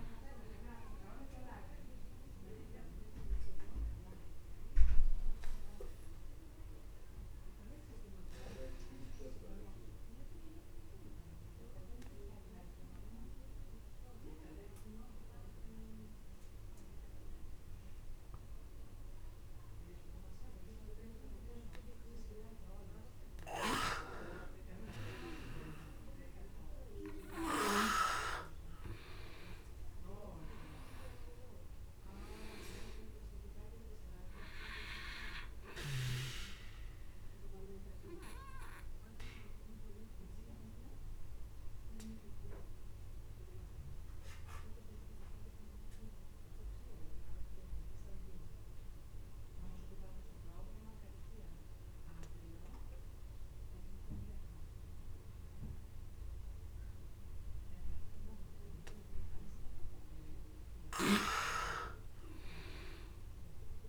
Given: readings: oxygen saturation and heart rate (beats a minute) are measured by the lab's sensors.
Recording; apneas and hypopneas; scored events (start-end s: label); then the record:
breathing in sleep by a room microphone; 2
0.00-7.50 s: oxygen desaturation (device-marked, oxygen 88% lowest)
2.00-23.00 s: obstructive apnea (oxygen 98% before, 88% lowest)
25.50-29.50 s: arousal
32.50-51.50 s: oxygen desaturation (device-marked, oxygen 99% before, 94% lowest, heart rate 44 before, 28 extreme)
38.00-59.50 s: obstructive apnea (oxygen 100% before, 90% lowest, heart rate 49 before, 28 extreme, up 12 after)
62.00-63.88 s: arousal
From the record:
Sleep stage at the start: N2 (light sleep); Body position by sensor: on the back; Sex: male